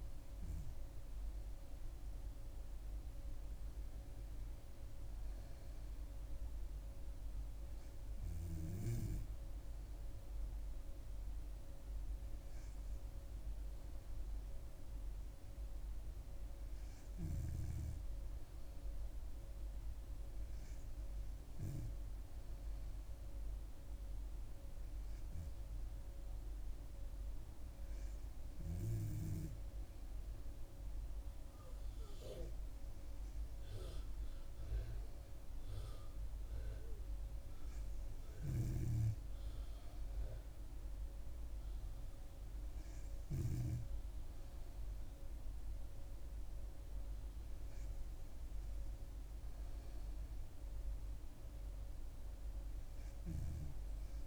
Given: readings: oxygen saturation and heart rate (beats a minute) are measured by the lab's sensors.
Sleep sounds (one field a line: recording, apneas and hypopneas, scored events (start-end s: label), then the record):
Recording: breathing in sleep by a room microphone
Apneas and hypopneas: none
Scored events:
none scored
From the record:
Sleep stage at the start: N2 (light sleep)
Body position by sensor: on the back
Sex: female